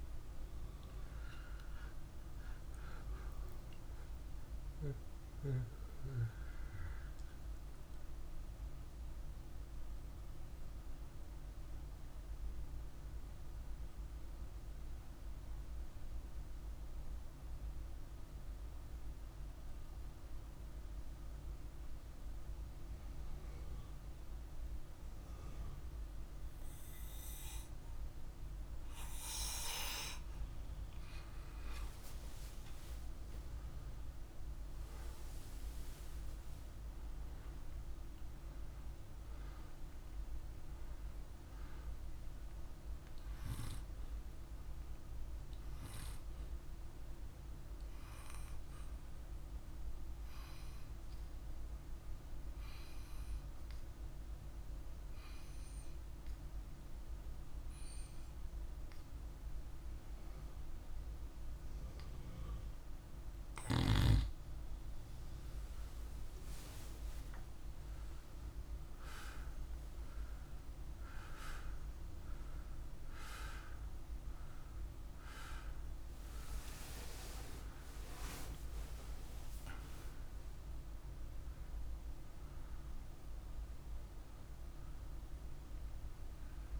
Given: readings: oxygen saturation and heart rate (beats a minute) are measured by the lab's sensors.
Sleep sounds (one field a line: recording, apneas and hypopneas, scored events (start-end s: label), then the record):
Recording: breathing in sleep by a room microphone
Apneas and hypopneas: 2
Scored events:
6.00-28.00 s: mixed apnea (oxygen 99% before, 96% lowest, heart rate 52 before, 48 extreme, up 3 after)
30.50-35.00 s: arousal
49.50-62.00 s: obstructive apnea (oxygen 100% before, 95% lowest, heart rate 51 before, 47 extreme, up 3 after)
65.00-69.50 s: arousal
From the record:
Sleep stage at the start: N2 (light sleep)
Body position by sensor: on the back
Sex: male